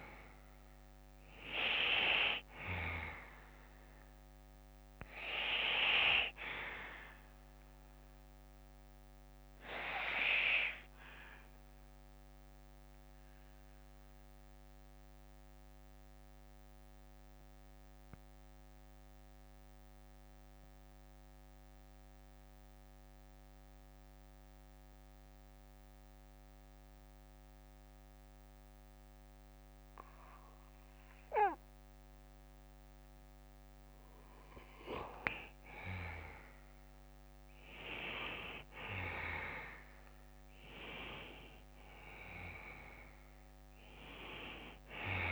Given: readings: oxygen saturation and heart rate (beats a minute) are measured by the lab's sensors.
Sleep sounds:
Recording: breathing in sleep by a microphone on the trachea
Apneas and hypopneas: 1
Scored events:
0.00-10.50 s: oxygen desaturation (device-marked, oxygen 92% lowest, heart rate 51 extreme)
6.50-15.50 s: bradycardia (device-marked, heart rate 60 before, 51 extreme)
13.00-35.00 s: mixed apnea (oxygen 98% before, 90% lowest, heart rate 62 before, 51 extreme, up 11 after)
17.50-33.50 s: bradycardia (device-marked, heart rate 60 before, 52 extreme)
19.50-25.50 s: oxygen desaturation (device-marked, oxygen 94% before, 91% lowest, heart rate 60 before, 56 extreme)
37.00-41.50 s: arousal
From the record:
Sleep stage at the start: N2 (light sleep)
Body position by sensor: on the back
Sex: male

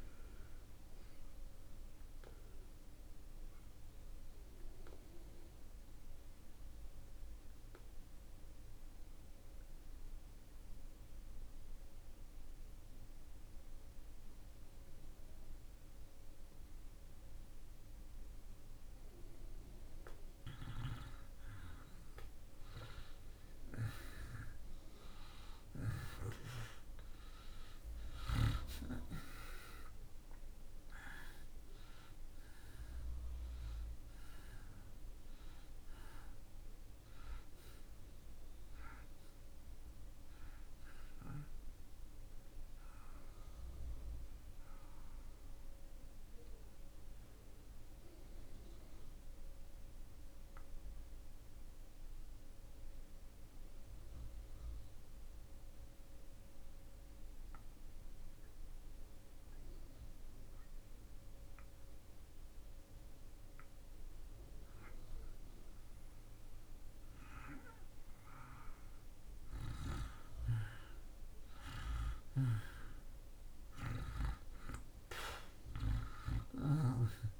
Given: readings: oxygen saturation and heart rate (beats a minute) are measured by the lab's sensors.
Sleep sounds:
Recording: breathing in sleep by a room microphone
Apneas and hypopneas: 2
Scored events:
0.00-9.50 s: oxygen desaturation (device-marked, oxygen 83% lowest)
0.50-19.00 s: obstructive apnea (oxygen 95% before, 80% lowest)
22.00-27.00 s: arousal
25.50-56.50 s: oxygen desaturation (device-marked, oxygen 95% before, 80% lowest)
47.50-64.50 s: mixed apnea (oxygen 95% before, 80% lowest)
68.00-73.00 s: arousal
73.50-77.40 s: oxygen desaturation (device-marked, oxygen 98% before, 80% lowest)
From the record:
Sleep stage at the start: N2 (light sleep)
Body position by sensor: on the back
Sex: male

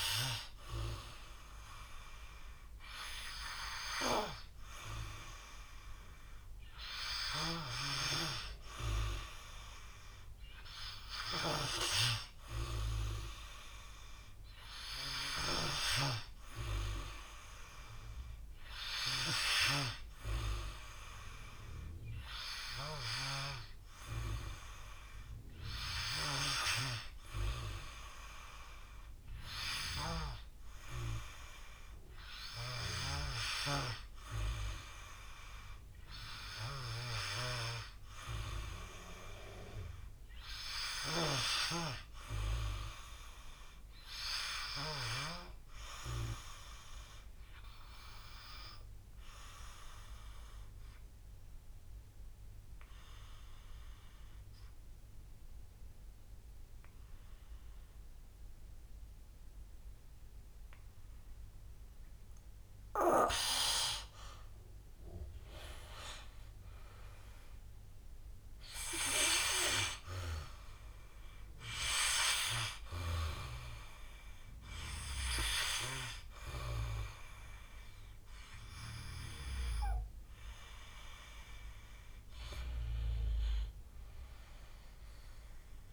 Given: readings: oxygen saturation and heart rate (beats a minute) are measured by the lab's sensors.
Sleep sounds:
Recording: breathing in sleep by a room microphone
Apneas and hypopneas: 1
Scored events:
0.00-4.50 s: oxygen desaturation (device-marked, oxygen 89% lowest, heart rate 52 extreme)
12.50-16.50 s: arousal
29.50-33.00 s: snoring (device-marked)
40.50-44.50 s: snoring (device-marked)
46.00-59.00 s: obstructive apnea (oxygen 96% before, 90% lowest, heart rate 53 before, 52 extreme, up 11 after)
60.50-85.93 s: new sleep stage, N2 (light sleep)
64.00-68.00 s: arousal
68.50-85.93 s: drop in pulse transit time (device-marked, heart rate 55 before, 52 extreme)
71.50-85.93 s: oxygen desaturation (device-marked, oxygen 96% before, 90% lowest, heart rate 56 before, 45 extreme)
From the record:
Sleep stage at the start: N3 (deep sleep)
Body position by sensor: on the back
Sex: male

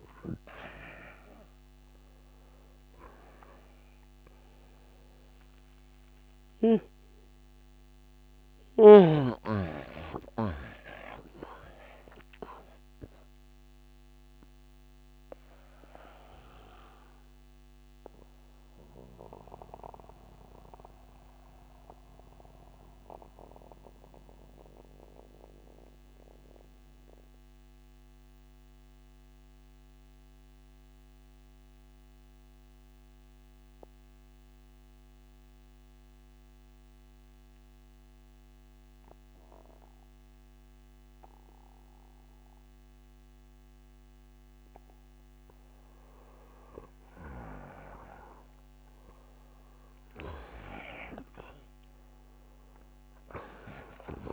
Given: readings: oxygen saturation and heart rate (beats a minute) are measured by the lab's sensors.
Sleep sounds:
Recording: breathing in sleep by a microphone on the trachea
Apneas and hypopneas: 1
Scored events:
0.00-10.50 s: oxygen desaturation (device-marked, oxygen 90% lowest, heart rate 61 extreme)
3.00-7.50 s: arousal
12.00-43.00 s: mixed apnea (oxygen 95% before, 88% lowest, heart rate 64 before, 61 extreme, up 3 after)
39.50-54.33 s: oxygen desaturation (device-marked, oxygen 97% before, 88% lowest, heart rate 62 before, 59 extreme)
46.00-50.50 s: arousal
From the record:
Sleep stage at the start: N2 (light sleep)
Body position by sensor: on the back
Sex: male

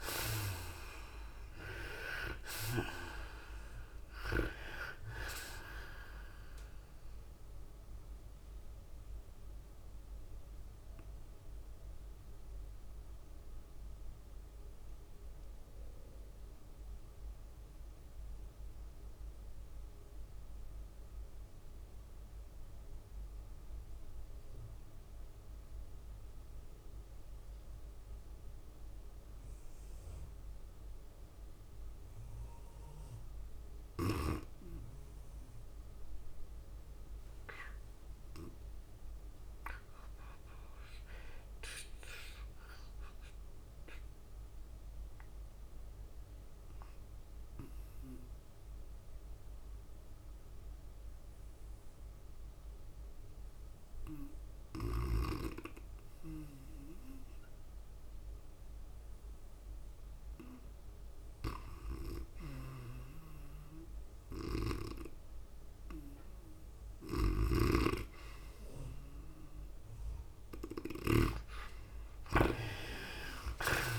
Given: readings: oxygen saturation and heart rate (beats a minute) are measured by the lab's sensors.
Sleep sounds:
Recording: breathing in sleep by a room microphone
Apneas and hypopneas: 1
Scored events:
0.00-3.00 s: arousal
0.00-15.00 s: oxygen desaturation (device-marked, oxygen 72% lowest, heart rate 94 extreme)
0.00-27.00 s: tachycardia (device-marked, heart rate 116 extreme)
8.00-63.00 s: obstructive apnea (oxygen 99% before, 66% lowest, heart rate 109 before, 94 extreme, up 6 after)
25.00-73.99 s: oxygen desaturation (device-marked, oxygen 99% before, 66% lowest, heart rate 109 before, 94 extreme)
34.00-48.00 s: tachycardia (device-marked, heart rate 98 before, 113 extreme)
40.00-57.00 s: drop in pulse transit time (device-marked, heart rate 101 before, 98 extreme)
68.00-72.00 s: snoring (device-marked)
69.00-73.99 s: tachycardia (device-marked, heart rate 98 before, 116 extreme)
From the record:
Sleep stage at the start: REM sleep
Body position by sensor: on the right side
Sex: female

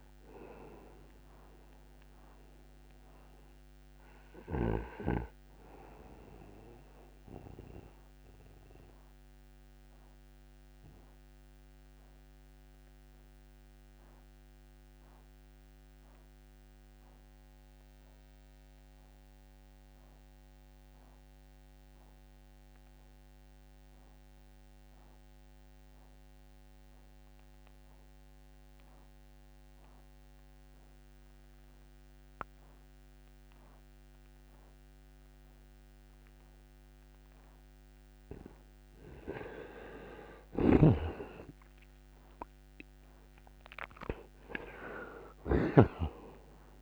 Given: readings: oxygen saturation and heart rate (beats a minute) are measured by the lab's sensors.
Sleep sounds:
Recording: breathing in sleep by a microphone on the trachea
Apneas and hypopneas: 1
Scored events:
0.00-20.00 s: oxygen desaturation (device-marked, oxygen 80% lowest, heart rate 59 extreme)
8.50-37.50 s: obstructive apnea (oxygen 93% before, 80% lowest, heart rate 73 before, 60 extreme, up 6 after)
36.00-46.82 s: oxygen desaturation (device-marked, oxygen 98% before, 82% lowest, heart rate 63 before, 59 extreme)
39.50-43.50 s: arousal
40.50-46.82 s: snoring (device-marked)
From the record:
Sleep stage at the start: N2 (light sleep)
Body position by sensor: on the right side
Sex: male

